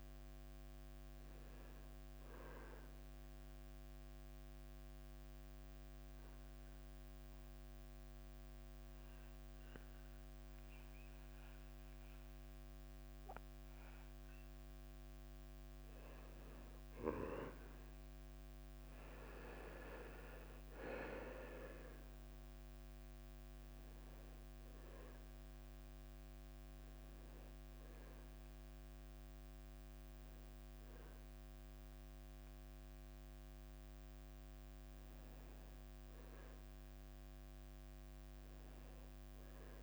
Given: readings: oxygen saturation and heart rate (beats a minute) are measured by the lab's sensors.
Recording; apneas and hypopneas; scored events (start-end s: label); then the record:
breathing in sleep by a microphone on the trachea; 1
4.50-17.00 s: mixed apnea (oxygen 97% before, 90% lowest, heart rate 91 before, 87 extreme, up 0 after)
21.00-25.50 s: arousal
21.00-33.00 s: drop in pulse transit time (device-marked, heart rate 89 before, 87 extreme)
From the record:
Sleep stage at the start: N2 (light sleep); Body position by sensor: on the back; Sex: male